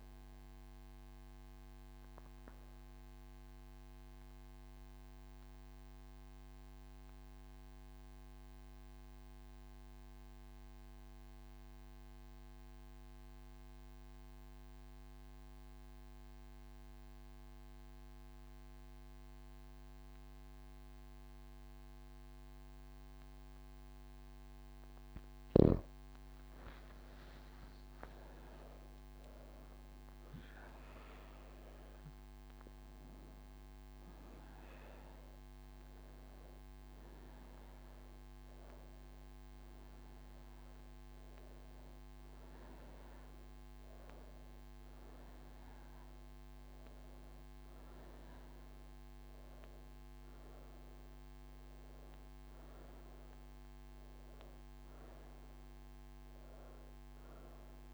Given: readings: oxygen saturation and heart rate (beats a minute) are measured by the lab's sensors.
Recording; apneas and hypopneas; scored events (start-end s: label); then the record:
breathing in sleep, hard to hear, by a microphone on the trachea; none
27.50-44.50 s: oxygen desaturation (device-marked, oxygen 98% before, 94% lowest)
54.50-57.94 s: oxygen desaturation (device-marked, oxygen 95% before, 88% lowest)
From the record:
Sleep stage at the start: N2 (light sleep); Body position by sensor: on the right side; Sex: female